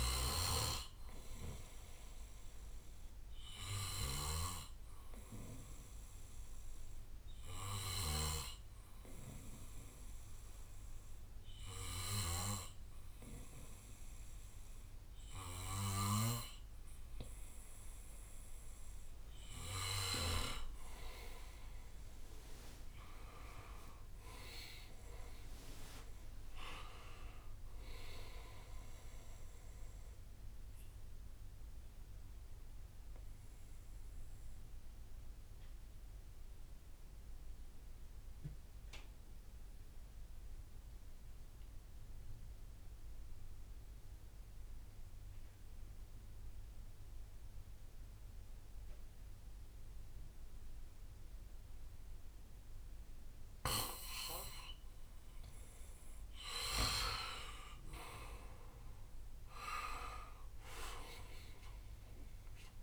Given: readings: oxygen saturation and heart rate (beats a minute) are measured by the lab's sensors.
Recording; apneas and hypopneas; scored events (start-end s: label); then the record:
breathing in sleep by a room microphone; 2
0.00-12.50 s: snoring (device-marked)
4.00-19.50 s: obstructive apnea (oxygen 99% before, 90% lowest, heart rate 64 before, 55 extreme, up 16 after)
21.50-33.50 s: drop in pulse transit time (device-marked, heart rate 64 before, 64 extreme)
22.00-27.00 s: arousal
31.50-37.50 s: bradycardia (device-marked, heart rate 65 before, 55 extreme)
33.50-57.00 s: obstructive apnea (oxygen 97% before, 88% lowest, heart rate 69 before, 55 extreme, up 18 after)
47.50-51.50 s: bradycardia (device-marked, heart rate 64 before, 59 extreme)
50.50-62.83 s: oxygen desaturation (device-marked, oxygen 98% before, 90% lowest, heart rate 61 before, 55 extreme)
57.50-62.83 s: drop in pulse transit time (device-marked, heart rate 60 before, 63 extreme)
58.50-62.50 s: arousal
From the record:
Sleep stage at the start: N2 (light sleep); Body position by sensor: on the back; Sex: male